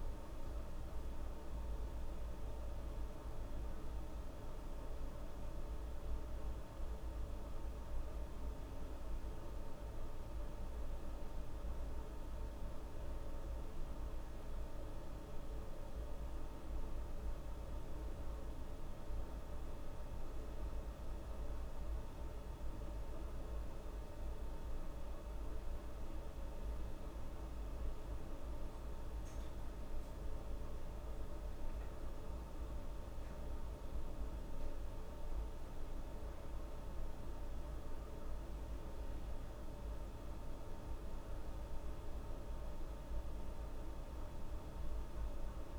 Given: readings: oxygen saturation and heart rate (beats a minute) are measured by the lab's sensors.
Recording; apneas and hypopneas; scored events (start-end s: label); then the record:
breathing in sleep, hard to hear, by a room microphone; none
0.00-1.50 s: arousal
From the record:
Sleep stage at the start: N2 (light sleep); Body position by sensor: on the back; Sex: female